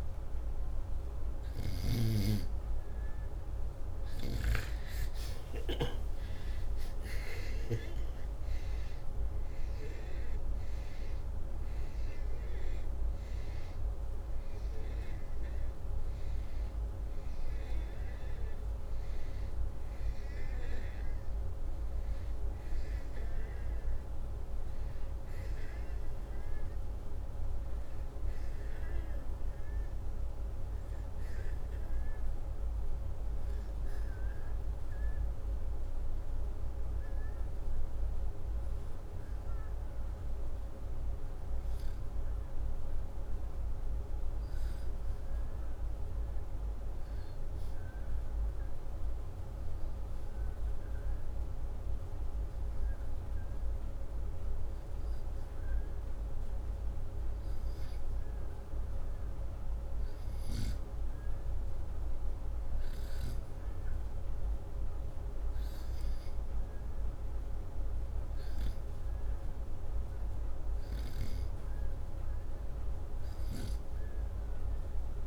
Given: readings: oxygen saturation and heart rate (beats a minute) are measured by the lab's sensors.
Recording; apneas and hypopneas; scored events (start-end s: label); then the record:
breathing in sleep, hard to hear, by a room microphone; 1
0.00-15.00 s: oxygen desaturation (device-marked, oxygen 89% lowest, heart rate 76 extreme)
5.00-9.00 s: arousal
22.00-41.00 s: oxygen desaturation (device-marked, oxygen 94% before, 90% lowest, heart rate 87 before, 73 extreme)
28.50-42.00 s: hypopnea (oxygen 94% before, 90% lowest, heart rate 84 before, 73 extreme, up 3 after)
43.50-46.50 s: arousal
From the record:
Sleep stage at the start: REM sleep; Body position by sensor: upright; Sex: male